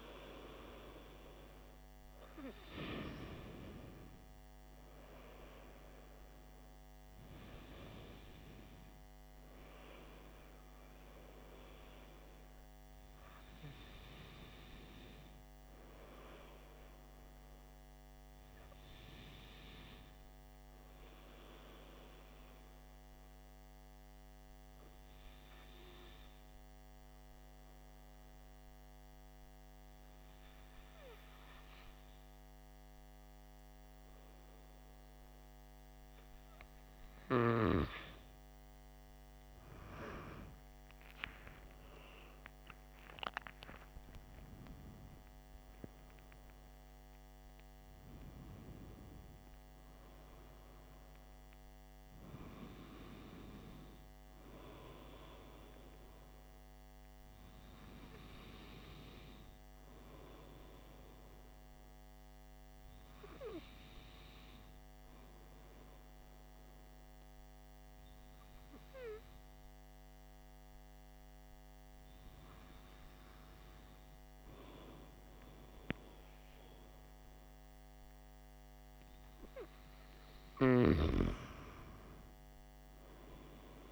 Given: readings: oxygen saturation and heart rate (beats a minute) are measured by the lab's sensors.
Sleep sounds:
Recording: breathing in sleep by a microphone on the trachea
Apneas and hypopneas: 2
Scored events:
22.50-37.50 s: hypopnea (oxygen 95% before, 93% lowest, heart rate 57 before, 51 extreme, up 13 after)
40.00-45.00 s: arousal
62.50-79.00 s: hypopnea (oxygen 95% before, 93% lowest, heart rate 59 before, 51 extreme, up 1 after)
From the record:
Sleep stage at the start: N2 (light sleep)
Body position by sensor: on the back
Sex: male

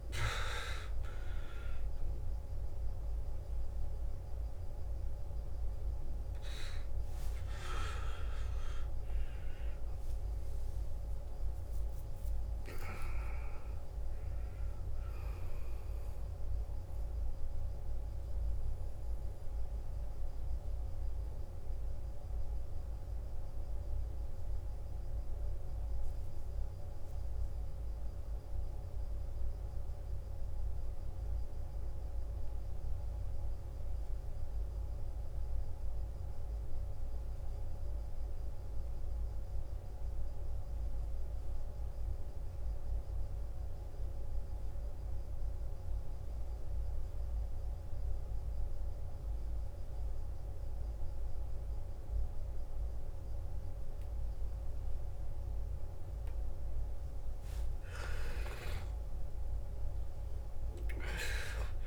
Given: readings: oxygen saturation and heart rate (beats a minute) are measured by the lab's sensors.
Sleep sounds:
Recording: breathing in sleep by a room microphone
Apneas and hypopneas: 1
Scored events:
0.00-25.00 s: oxygen desaturation (device-marked, oxygen 88% lowest, heart rate 52 extreme)
18.00-56.50 s: obstructive apnea (oxygen 96% before, 87% lowest, heart rate 64 before, 52 extreme, up 15 after)
44.00-61.87 s: oxygen desaturation (device-marked, oxygen 98% before, 87% lowest, heart rate 53 before, 52 extreme)
57.50-61.87 s: arousal
From the record:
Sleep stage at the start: N2 (light sleep)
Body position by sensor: on the back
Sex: male

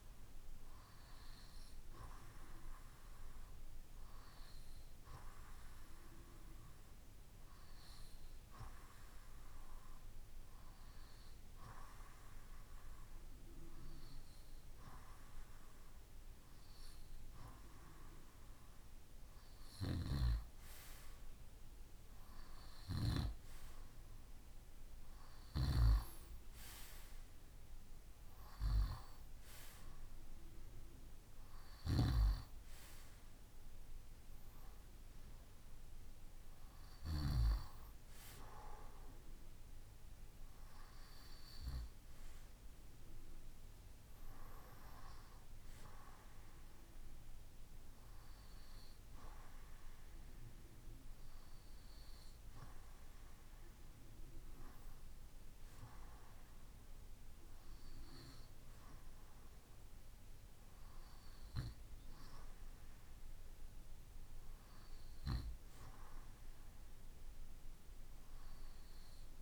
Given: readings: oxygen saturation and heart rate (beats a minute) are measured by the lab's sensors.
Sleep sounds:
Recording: breathing in sleep by a room microphone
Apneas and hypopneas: none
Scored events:
19.00-25.00 s: snoring (device-marked)
31.00-36.50 s: snoring (device-marked)
From the record:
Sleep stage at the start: REM sleep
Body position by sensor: on the right side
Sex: male

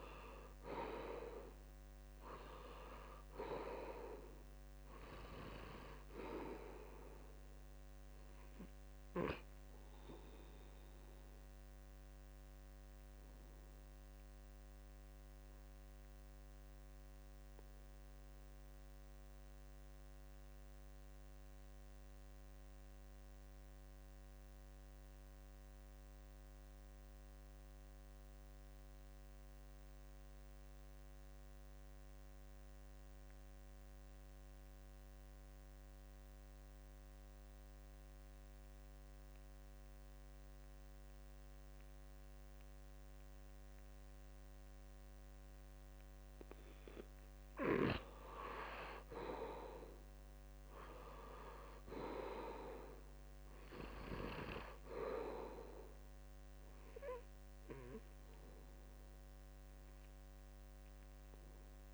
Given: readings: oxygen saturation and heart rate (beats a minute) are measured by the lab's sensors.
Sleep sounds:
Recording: breathing in sleep by a microphone on the trachea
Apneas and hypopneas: 1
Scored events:
0.00-24.00 s: oxygen desaturation (device-marked, oxygen 76% lowest, heart rate 66 extreme)
10.00-46.50 s: obstructive apnea (oxygen 95% before, 76% lowest, heart rate 73 before, 65 extreme, up 9 after)
35.00-61.94 s: oxygen desaturation (device-marked, oxygen 97% before, 76% lowest, heart rate 67 before, 65 extreme)
49.50-53.00 s: arousal
From the record:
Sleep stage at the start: N2 (light sleep)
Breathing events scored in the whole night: 241 in 3.6 hours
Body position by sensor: on the back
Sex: male

